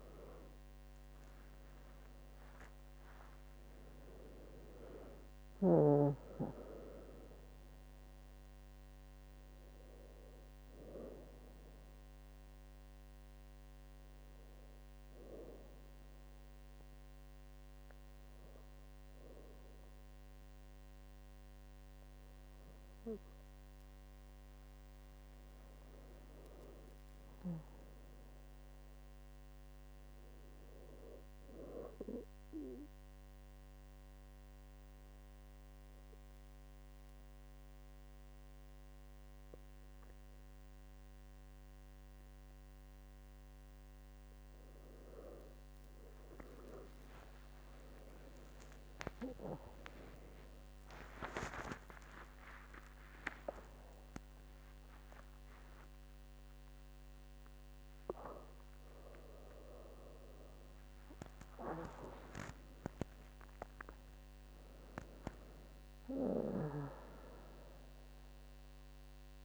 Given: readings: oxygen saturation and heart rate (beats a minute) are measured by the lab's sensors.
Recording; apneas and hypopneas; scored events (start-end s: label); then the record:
breathing in sleep by a microphone on the trachea; 2
0.00-2.00 s: arousal
14.00-25.00 s: obstructive apnea (oxygen 98% before, 96% lowest, heart rate 89 before, 66 extreme, up 9 after)
26.00-29.50 s: arousal
34.00-45.00 s: obstructive apnea (oxygen 99% before, 96% lowest, heart rate 71 before, 66 extreme)
49.00-56.00 s: arousal
From the record:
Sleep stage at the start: N2 (light sleep); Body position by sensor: on the back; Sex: female